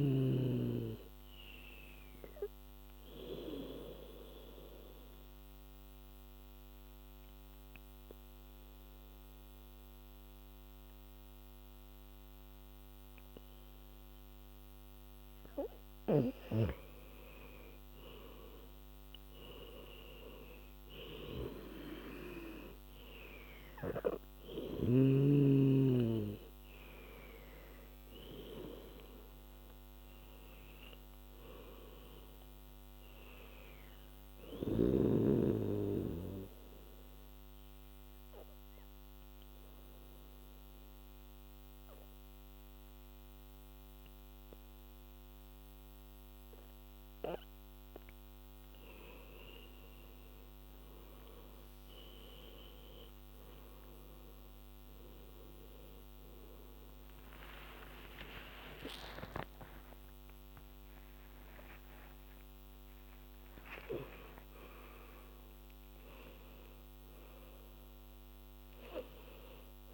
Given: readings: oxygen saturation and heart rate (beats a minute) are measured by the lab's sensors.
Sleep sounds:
breathing in sleep by a microphone on the trachea; 2
0.00-11.00 s: oxygen desaturation (device-marked, oxygen 89% lowest, heart rate 72 extreme)
3.00-16.50 s: obstructive apnea (oxygen 99% before, 85% lowest, heart rate 78 before, 72 extreme, up 13 after)
18.50-22.00 s: arousal
20.00-35.00 s: oxygen desaturation (device-marked, oxygen 99% before, 89% lowest, heart rate 75 before, 75 extreme)
34.00-47.00 s: obstructive apnea (oxygen 99% before, 85% lowest, heart rate 79 before, 75 extreme, up 10 after)
49.50-52.00 s: arousal
51.00-69.93 s: oxygen desaturation (device-marked, oxygen 98% before, 85% lowest, heart rate 79 before, 64 extreme)
57.00-62.50 s: arousal
59.00-61.00 s: long interval between heartbeats (device-marked, heart rate 80 before, 91 extreme)
63.50-65.50 s: long interval between heartbeats (device-marked, heart rate 83 before, 108 extreme)
From the record:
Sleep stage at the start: N2 (light sleep); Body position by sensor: on the back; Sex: female

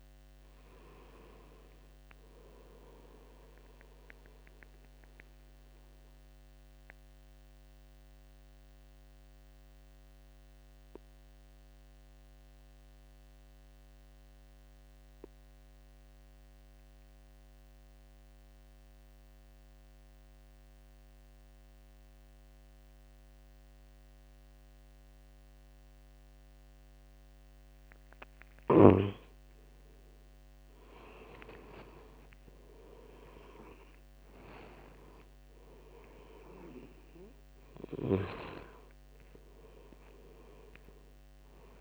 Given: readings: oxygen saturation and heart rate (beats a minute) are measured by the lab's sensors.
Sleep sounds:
breathing in sleep by a microphone on the trachea; 1
0.00-16.50 s: oxygen desaturation (device-marked, oxygen 87% lowest, heart rate 70 extreme)
5.50-27.50 s: obstructive apnea (oxygen 99% before, 87% lowest, heart rate 82 before, 71 extreme, up 10 after)
29.50-33.00 s: arousal
30.50-41.81 s: oxygen desaturation (device-marked, oxygen 99% before, 88% lowest, heart rate 73 before, 68 extreme)
From the record:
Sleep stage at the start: N2 (light sleep); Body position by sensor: on the right side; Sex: male

